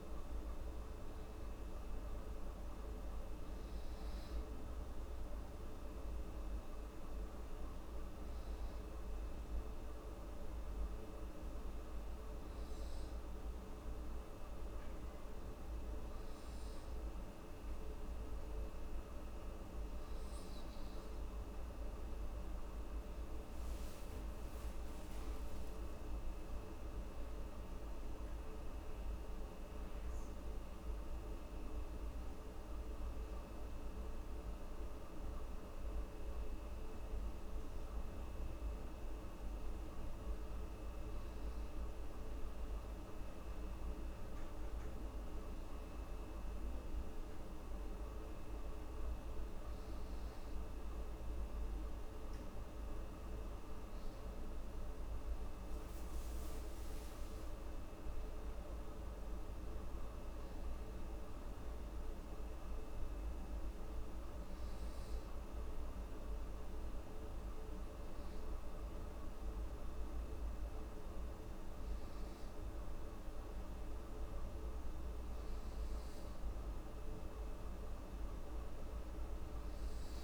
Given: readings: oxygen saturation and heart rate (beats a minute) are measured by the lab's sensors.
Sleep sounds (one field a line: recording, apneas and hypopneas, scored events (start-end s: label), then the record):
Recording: breathing in sleep, hard to hear, by a room microphone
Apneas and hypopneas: 2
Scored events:
0.00-17.50 s: oxygen desaturation (device-marked, oxygen 93% lowest, heart rate 61 extreme)
8.50-22.00 s: obstructive apnea (oxygen 97% before, 94% lowest, heart rate 72 before, 61 extreme, up 14 after)
23.50-28.00 s: arousal
35.50-47.00 s: hypopnea (oxygen 97% before, 94% lowest, heart rate 70 before, 65 extreme, up 4 after)
54.00-57.50 s: arousal
From the record:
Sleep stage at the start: N2 (light sleep)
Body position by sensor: on the back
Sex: female